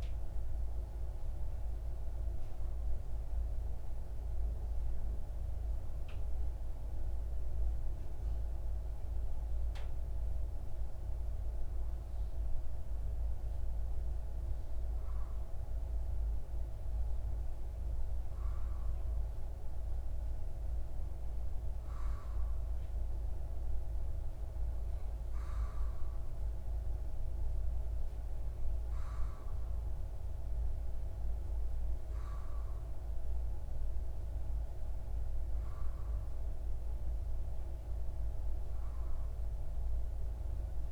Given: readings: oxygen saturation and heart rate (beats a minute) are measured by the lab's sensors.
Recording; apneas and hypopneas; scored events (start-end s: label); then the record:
breathing in sleep, hard to hear, by a room microphone; 1
3.50-17.00 s: hypopnea (oxygen 95% before, 93% lowest)
19.00-22.50 s: arousal
From the record:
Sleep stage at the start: N2 (light sleep); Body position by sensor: on the left side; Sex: male